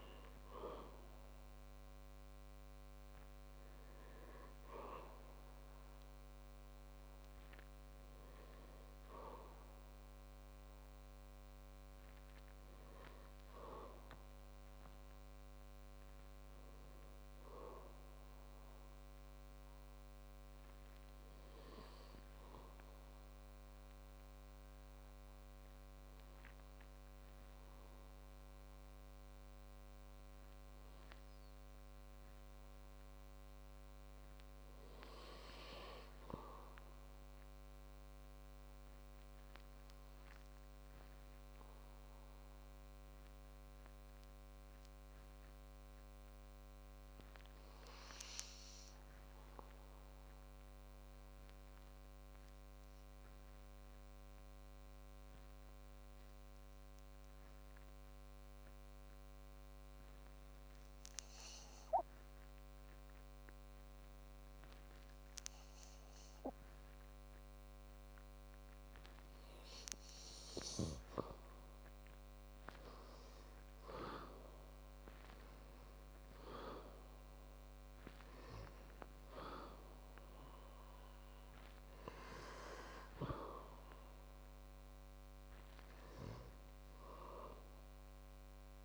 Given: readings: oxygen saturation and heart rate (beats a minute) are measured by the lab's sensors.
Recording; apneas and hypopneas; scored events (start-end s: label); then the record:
breathing in sleep by a microphone on the trachea; 1
11.00-25.00 s: oxygen desaturation (device-marked, oxygen 96% before, 91% lowest, heart rate 75 before, 51 extreme)
39.00-70.00 s: obstructive apnea (oxygen 100% before, 91% lowest, heart rate 57 before, 56 extreme, up 14 after)
65.00-68.00 s: oxygen desaturation (device-marked, oxygen 98% before, 97% lowest, heart rate 67 before, 63 extreme)
73.50-77.50 s: arousal
From the record:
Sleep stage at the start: REM sleep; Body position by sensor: on the back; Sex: male